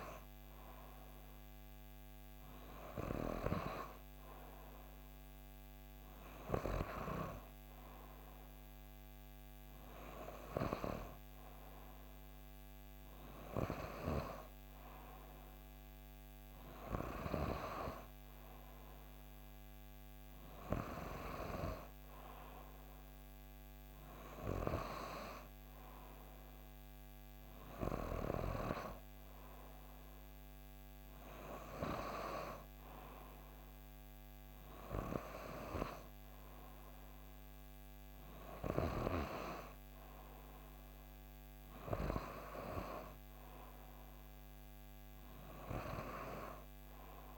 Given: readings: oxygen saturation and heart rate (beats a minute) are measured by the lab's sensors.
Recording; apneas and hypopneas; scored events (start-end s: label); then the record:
breathing in sleep by a microphone on the trachea; none
none scored
From the record:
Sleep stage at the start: N3 (deep sleep); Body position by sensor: on the back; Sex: female